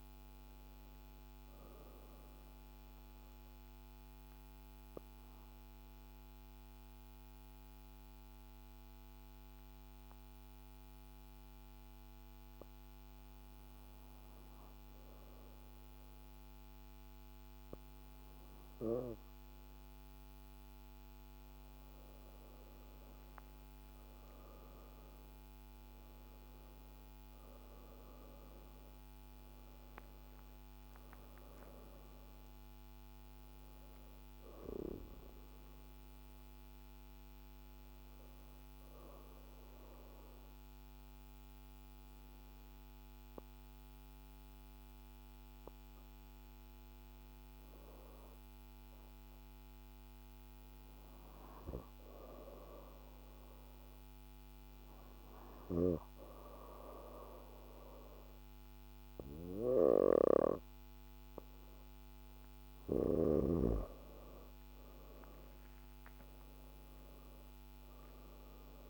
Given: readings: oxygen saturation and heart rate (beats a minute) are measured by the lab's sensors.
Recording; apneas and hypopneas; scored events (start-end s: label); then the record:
breathing in sleep by a microphone on the trachea; 2
0.00-10.50 s: oxygen desaturation (device-marked, oxygen 90% lowest, heart rate 51 extreme)
3.00-22.00 s: obstructive apnea (oxygen 98% before, 87% lowest, heart rate 58 before, 51 extreme, up 18 after)
4.50-68.90 s: new sleep stage, REM sleep
19.50-43.50 s: oxygen desaturation (device-marked, oxygen 97% before, 88% lowest, heart rate 54 before, 52 extreme)
24.50-28.50 s: arousal
37.00-61.50 s: hypopnea (oxygen 97% before, 87% lowest, heart rate 59 before, 52 extreme, up 7 after)
56.50-68.90 s: oxygen desaturation (device-marked, oxygen 97% before, 87% lowest, heart rate 53 before, 47 extreme)
63.50-68.50 s: arousal
From the record:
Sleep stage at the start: N2 (light sleep); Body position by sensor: on the back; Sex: female